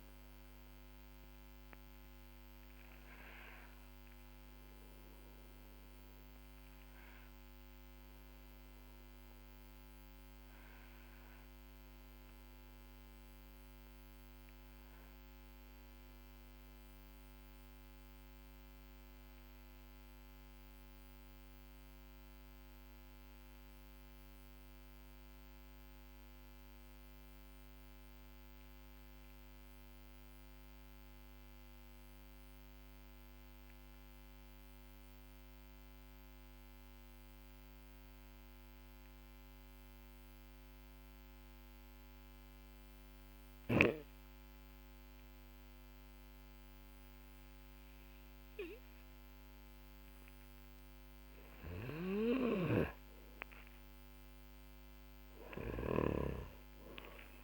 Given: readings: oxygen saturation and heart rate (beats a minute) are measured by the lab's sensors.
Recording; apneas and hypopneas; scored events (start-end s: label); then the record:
breathing in sleep by a microphone on the trachea; 1
0.50-53.00 s: obstructive apnea (oxygen 99% before, 91% lowest, heart rate 53 before, 43 extreme, up 2 after)
11.50-29.50 s: oxygen desaturation (device-marked, oxygen 97% before, 93% lowest, heart rate 48 before, 45 extreme)
51.50-55.50 s: snoring (device-marked)
54.00-57.44 s: arousal
From the record:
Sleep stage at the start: N2 (light sleep); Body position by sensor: on the back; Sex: male